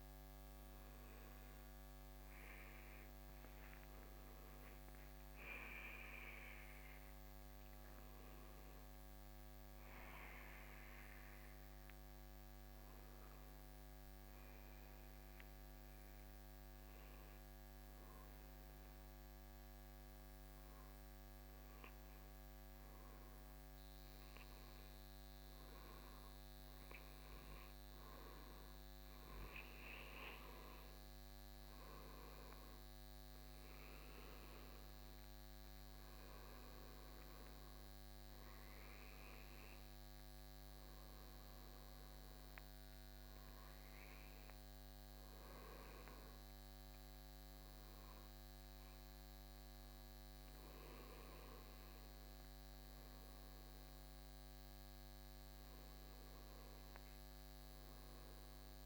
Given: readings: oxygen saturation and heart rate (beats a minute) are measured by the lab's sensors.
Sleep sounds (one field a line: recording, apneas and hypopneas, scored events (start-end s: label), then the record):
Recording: breathing in sleep, hard to hear, by a microphone on the trachea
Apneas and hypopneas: 1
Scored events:
13.00-25.50 s: hypopnea (oxygen 98% before, 91% lowest, heart rate 75 before, 66 extreme, up 1 after)
27.50-32.50 s: arousal
53.00-58.86 s: oxygen desaturation (device-marked, oxygen 95% before, 91% lowest, heart rate 70 before, 65 extreme)
From the record:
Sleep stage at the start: N2 (light sleep)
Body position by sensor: on the right side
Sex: male